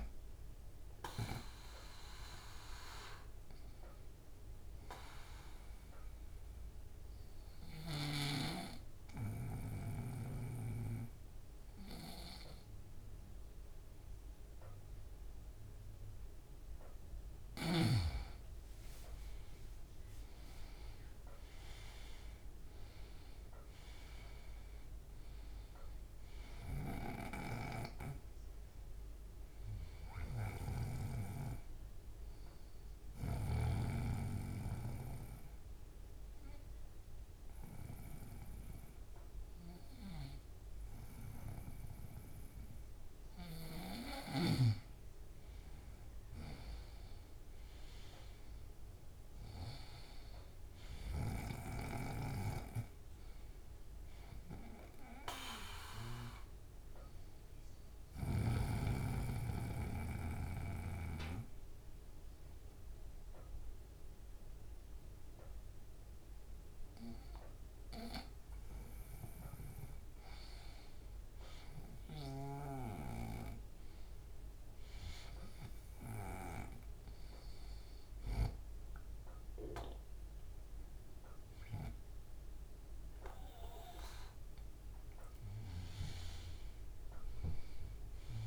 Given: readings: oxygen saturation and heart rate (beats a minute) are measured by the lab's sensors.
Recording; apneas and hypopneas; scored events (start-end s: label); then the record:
breathing in sleep by a room microphone; 3
0.00-13.00 s: oxygen desaturation (device-marked, oxygen 90% lowest, heart rate 58 extreme)
4.50-17.00 s: obstructive apnea (oxygen 97% before, 90% lowest, heart rate 43 before, 58 extreme, up 59 after)
8.00-10.00 s: bradycardia (device-marked, heart rate 108 before, 75 extreme)
20.00-24.00 s: arousal
28.00-46.00 s: oxygen desaturation (device-marked, oxygen 97% before, 91% lowest, heart rate 83 before, 45 extreme)
32.00-44.50 s: obstructive apnea (oxygen 97% before, 91% lowest, heart rate 100 before, 45 extreme, up 3 after)
45.00-52.00 s: bradycardia (device-marked, heart rate 105 before, 45 extreme)
48.50-53.00 s: arousal
58.00-69.00 s: obstructive apnea (oxygen 97% before, 93% lowest, heart rate 84 before, 73 extreme, up 4 after)
59.00-72.00 s: oxygen desaturation (device-marked, oxygen 97% before, 93% lowest, heart rate 81 before, 73 extreme)
74.00-78.00 s: arousal
82.00-88.47 s: oxygen desaturation (device-marked, oxygen 97% before, 93% lowest, heart rate 75 before, 59 extreme)
From the record:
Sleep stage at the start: N2 (light sleep); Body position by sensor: on the right side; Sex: male